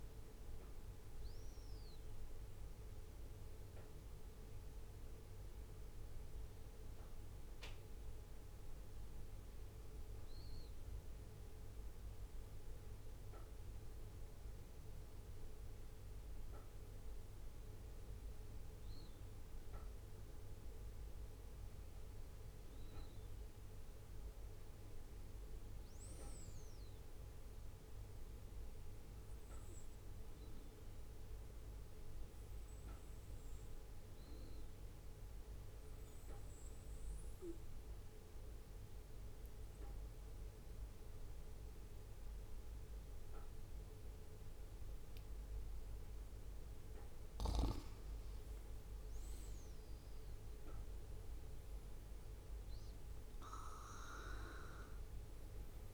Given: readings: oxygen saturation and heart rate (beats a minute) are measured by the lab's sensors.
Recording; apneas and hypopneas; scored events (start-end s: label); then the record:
a person partly awake in a sleep study, hard to hear, by a room microphone; 1
15.00-45.00 s: oxygen desaturation (device-marked, oxygen 98% before, 94% lowest, heart rate 64 before, 66 extreme)
16.00-55.94 s: new sleep stage, N2 (light sleep)
37.50-47.50 s: obstructive apnea (oxygen 98% before, 94% lowest, heart rate 67 before, 68 extreme, up 3 after)
47.50-48.50 s: leg movement (device-marked)
50.00-55.50 s: arousal
From the record:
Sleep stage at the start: awake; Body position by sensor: on the right side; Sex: male